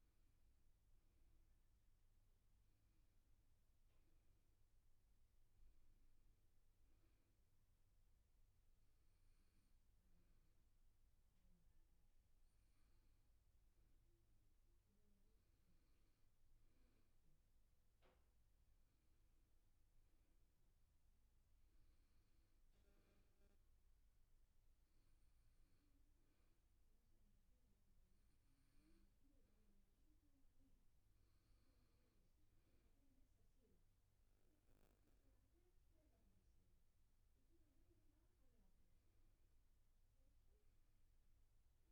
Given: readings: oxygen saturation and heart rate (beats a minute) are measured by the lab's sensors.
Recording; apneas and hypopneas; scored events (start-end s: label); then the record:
breathing in sleep, hard to hear, by a room microphone; none
17.50-41.92 s: new sleep stage, N2 (light sleep)
From the record:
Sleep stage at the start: N1 (lightest sleep); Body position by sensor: on the back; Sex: male